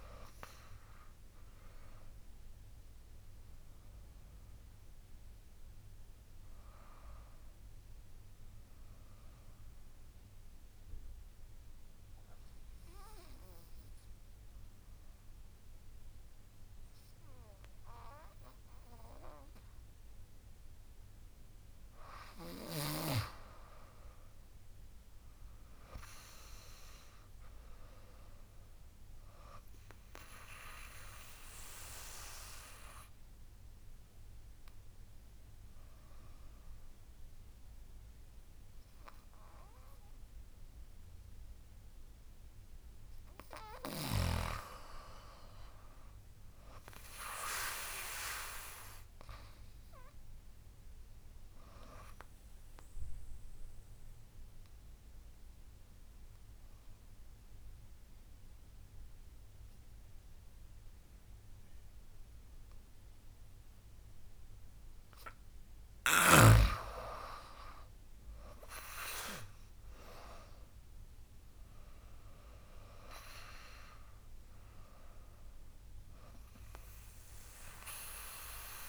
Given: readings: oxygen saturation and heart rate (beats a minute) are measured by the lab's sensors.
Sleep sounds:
breathing in sleep by a room microphone; 3
0.00-2.50 s: arousal
1.00-18.00 s: oxygen desaturation (device-marked, oxygen 96% before, 91% lowest, heart rate 83 before, 72 extreme)
7.50-19.00 s: obstructive apnea (oxygen 96% before, 88% lowest, heart rate 83 before, 72 extreme, up 13 after)
21.50-25.00 s: arousal
23.00-34.00 s: drop in pulse transit time (device-marked, heart rate 79 before, 82 extreme)
25.00-41.00 s: oxygen desaturation (device-marked, oxygen 98% before, 92% lowest, heart rate 78 before, 72 extreme)
29.00-41.00 s: obstructive apnea (oxygen 98% before, 88% lowest, heart rate 79 before, 72 extreme, up 10 after)
43.50-46.50 s: arousal
49.50-63.50 s: obstructive apnea (oxygen 98% before, 88% lowest, heart rate 80 before, 70 extreme, up 17 after)
52.00-62.00 s: oxygen desaturation (device-marked, oxygen 98% before, 92% lowest, heart rate 80 before, 70 extreme)
67.00-70.50 s: arousal
68.00-78.89 s: drop in pulse transit time (device-marked, heart rate 78 before, 73 extreme)
72.00-78.89 s: oxygen desaturation (device-marked, oxygen 97% before, 88% lowest, heart rate 78 before, 70 extreme)
From the record:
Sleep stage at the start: N2 (light sleep); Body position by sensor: on the back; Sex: female

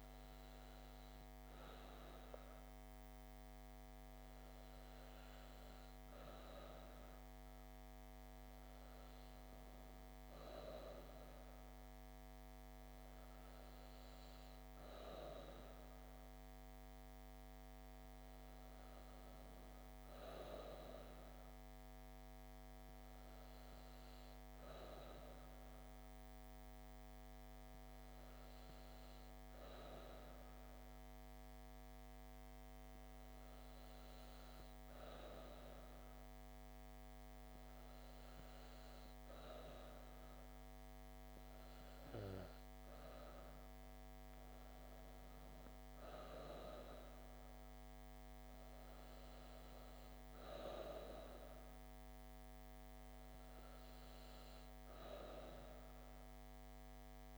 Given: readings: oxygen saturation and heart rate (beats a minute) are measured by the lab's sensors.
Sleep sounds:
breathing in sleep by a microphone on the trachea; none
none scored
From the record:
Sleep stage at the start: N2 (light sleep); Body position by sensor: on the back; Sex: female

